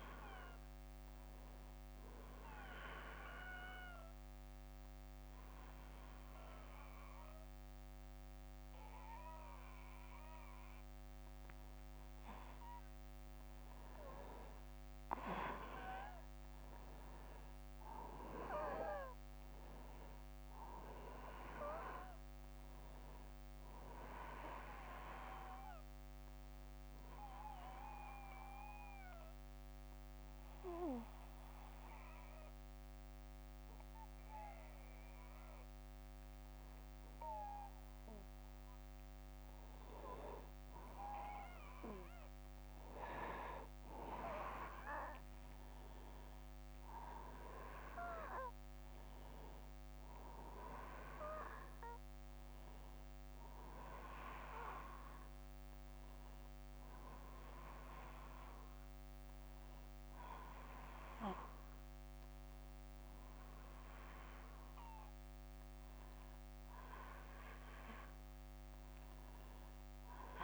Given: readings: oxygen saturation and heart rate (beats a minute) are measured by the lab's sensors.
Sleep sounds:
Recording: breathing in sleep by a microphone on the trachea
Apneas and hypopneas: 3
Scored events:
1.50-12.50 s: obstructive apnea (oxygen 96% before, 92% lowest)
13.50-18.00 s: arousal
13.50-70.44 s: new sleep stage, N2 (light sleep)
17.50-33.50 s: oxygen desaturation (device-marked, oxygen 95% before, 92% lowest)
27.50-38.50 s: obstructive apnea (oxygen 96% before, 92% lowest)
43.50-47.00 s: arousal
55.00-66.00 s: hypopnea (oxygen 96% before, 92% lowest)
From the record:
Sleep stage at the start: N1 (lightest sleep)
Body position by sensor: on the back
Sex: male

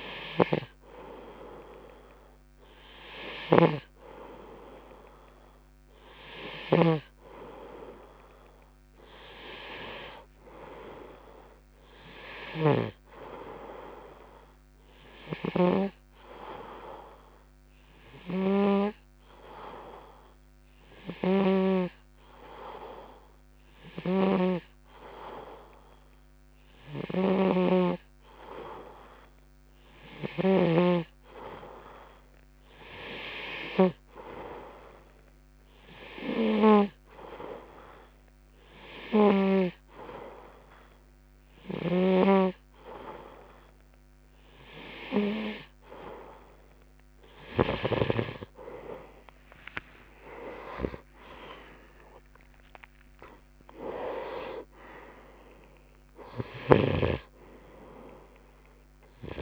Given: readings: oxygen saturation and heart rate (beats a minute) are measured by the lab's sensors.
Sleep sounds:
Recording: breathing in sleep by a microphone on the trachea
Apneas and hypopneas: none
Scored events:
0.00-16.00 s: snoring (device-marked)
24.50-31.00 s: snoring (device-marked)
49.00-53.00 s: arousal
52.00-59.42 s: oxygen desaturation (device-marked, oxygen 93% before, 90% lowest, heart rate 64 before, 64 extreme)
From the record:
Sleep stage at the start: N2 (light sleep)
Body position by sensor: on the right side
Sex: male

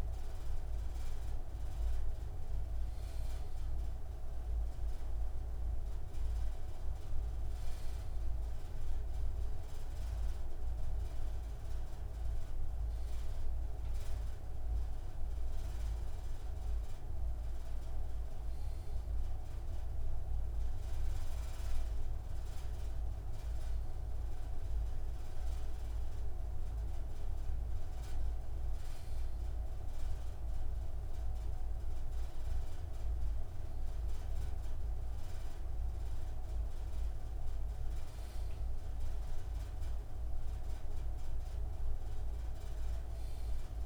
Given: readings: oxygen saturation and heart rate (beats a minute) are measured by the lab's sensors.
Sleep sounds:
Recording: breathing in sleep, hard to hear, by a room microphone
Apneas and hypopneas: none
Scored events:
none scored
From the record:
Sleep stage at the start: N2 (light sleep)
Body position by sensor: on the left side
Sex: male

